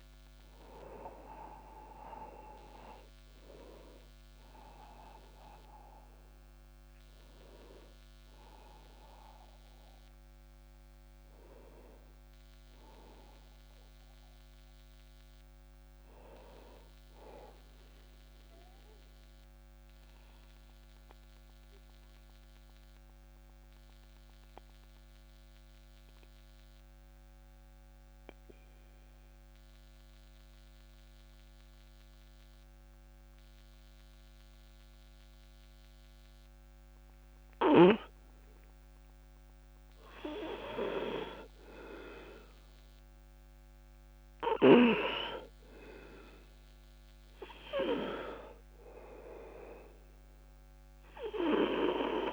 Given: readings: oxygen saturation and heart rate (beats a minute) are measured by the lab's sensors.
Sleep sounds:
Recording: breathing in sleep by a microphone on the trachea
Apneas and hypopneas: 1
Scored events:
0.00-24.00 s: oxygen desaturation (device-marked, oxygen 87% lowest)
18.00-37.50 s: obstructive apnea (oxygen 97% before, 88% lowest)
39.50-43.50 s: arousal
48.00-52.33 s: oxygen desaturation (device-marked, oxygen 99% before, 95% lowest, heart rate 46 before, 40 extreme)
From the record:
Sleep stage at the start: N2 (light sleep)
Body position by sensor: on the back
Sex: male

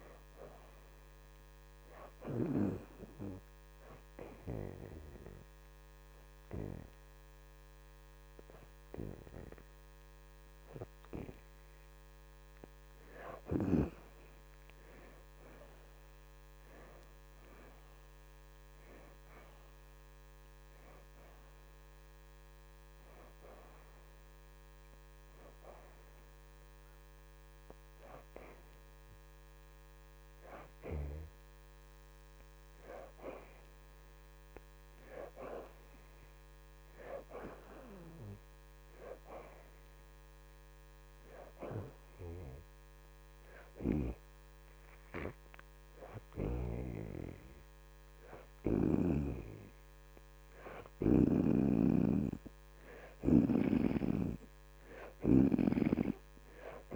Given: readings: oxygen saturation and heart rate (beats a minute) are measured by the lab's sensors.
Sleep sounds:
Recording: breathing in sleep by a microphone on the trachea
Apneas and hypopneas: 1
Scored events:
0.50-17.50 s: oxygen desaturation (device-marked, oxygen 79% before, 64% lowest, heart rate 82 before, 76 extreme)
4.00-14.00 s: obstructive apnea (oxygen 83% before, 62% lowest, heart rate 82 before, 76 extreme, up 33 after)
17.50-21.50 s: arousal
21.50-38.50 s: oxygen desaturation (device-marked, oxygen 81% before, 62% lowest, heart rate 104 before, 76 extreme)
46.50-56.50 s: oxygen desaturation (device-marked, oxygen 81% before, 71% lowest, heart rate 80 before, 82 extreme)
54.50-56.96 s: arousal
From the record:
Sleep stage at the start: N2 (light sleep)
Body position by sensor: on the back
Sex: female

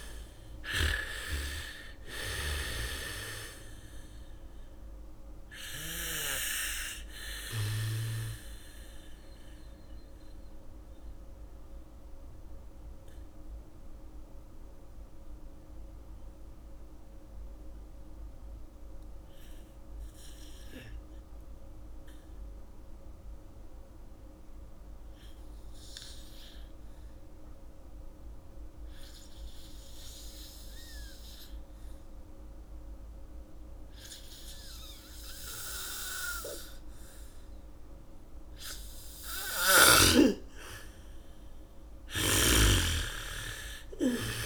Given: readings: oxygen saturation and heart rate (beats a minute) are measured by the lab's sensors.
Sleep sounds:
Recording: breathing in sleep by a room microphone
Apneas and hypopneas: 1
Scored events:
0.00-1.50 s: arousal
0.00-2.50 s: bradycardia (device-marked, heart rate 57 extreme)
0.00-3.00 s: snoring (device-marked)
0.00-23.50 s: oxygen desaturation (device-marked, oxygen 81% lowest, heart rate 50 extreme)
11.00-38.50 s: mixed apnea (oxygen 99% before, 81% lowest, heart rate 65 before, 56 extreme, up 13 after)
31.50-41.50 s: bradycardia (device-marked, heart rate 72 before, 56 extreme)
35.50-44.46 s: oxygen desaturation (device-marked, oxygen 99% before, 83% lowest, heart rate 74 before, 42 extreme)
39.50-44.46 s: arousal
42.50-44.46 s: snoring (device-marked)
From the record:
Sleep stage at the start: N2 (light sleep)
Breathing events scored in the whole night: 246 in 3.3 hours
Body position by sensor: on the back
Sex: female

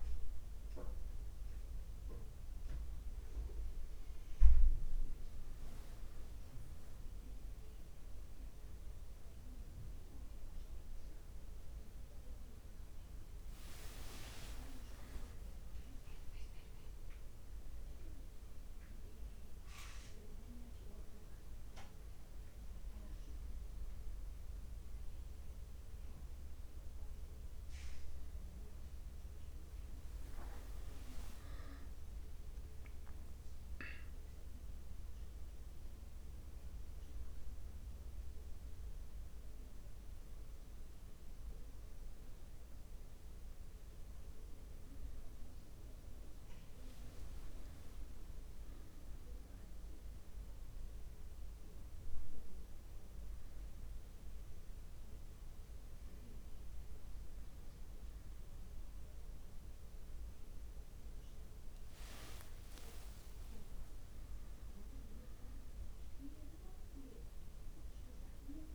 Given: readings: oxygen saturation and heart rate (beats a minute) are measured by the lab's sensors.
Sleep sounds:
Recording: a person awake in a sleep study, by a room microphone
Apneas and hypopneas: none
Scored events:
none scored
From the record:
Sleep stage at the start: awake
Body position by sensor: on the back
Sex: male

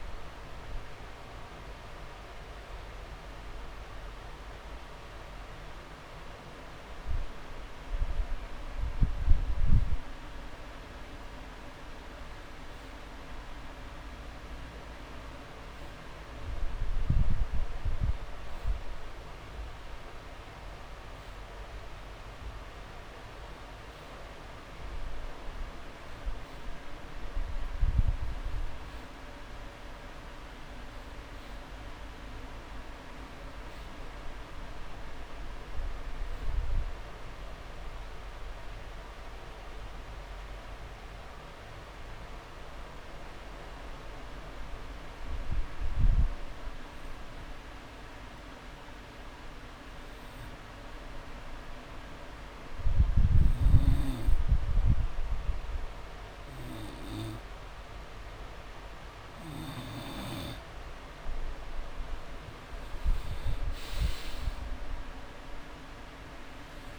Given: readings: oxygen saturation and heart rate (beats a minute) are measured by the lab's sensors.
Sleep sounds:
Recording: breathing in sleep, hard to hear, by a room microphone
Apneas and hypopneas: 1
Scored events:
0.00-8.00 s: oxygen desaturation (device-marked, oxygen 94% lowest)
22.00-32.00 s: drop in pulse transit time (device-marked)
35.50-39.00 s: arousal
40.50-42.50 s: long interval between heartbeats (device-marked)
45.00-59.50 s: obstructive apnea (oxygen 97% before, 91% lowest)
54.00-56.00 s: long interval between heartbeats (device-marked)
61.50-66.50 s: arousal
64.00-66.99 s: oxygen desaturation (device-marked, oxygen 97% before, 91% lowest)
From the record:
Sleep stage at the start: N2 (light sleep)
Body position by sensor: on the back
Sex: male

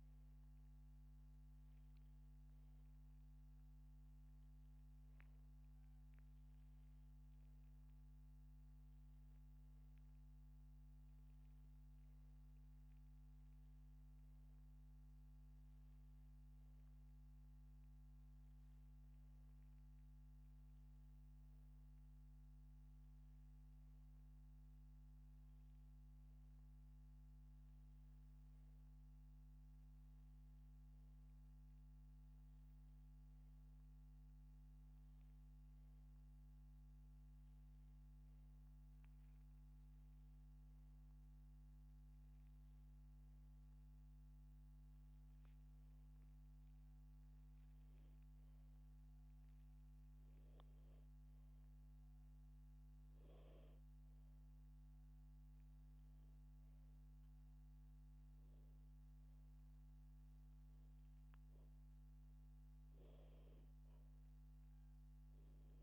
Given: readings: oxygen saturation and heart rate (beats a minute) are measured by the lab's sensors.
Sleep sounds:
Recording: breathing in sleep, hard to hear, by a microphone on the trachea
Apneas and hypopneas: none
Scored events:
none scored
From the record:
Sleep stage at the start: N2 (light sleep)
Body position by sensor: upright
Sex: male

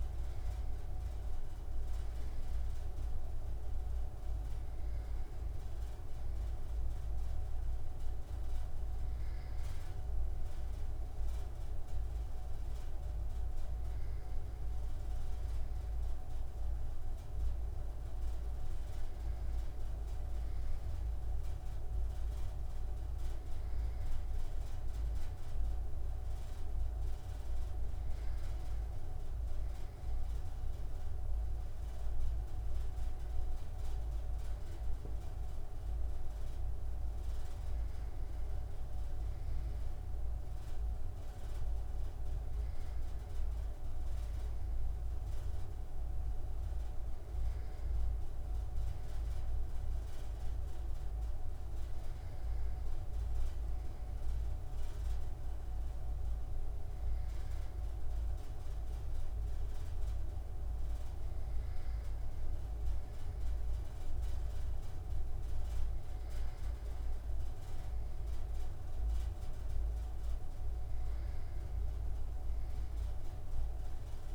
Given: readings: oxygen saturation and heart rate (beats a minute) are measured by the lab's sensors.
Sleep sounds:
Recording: breathing in sleep, hard to hear, by a room microphone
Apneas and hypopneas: none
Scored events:
none scored
From the record:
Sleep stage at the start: N2 (light sleep)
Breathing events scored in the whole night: 91 in 7.6 hours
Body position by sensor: on the right side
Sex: male

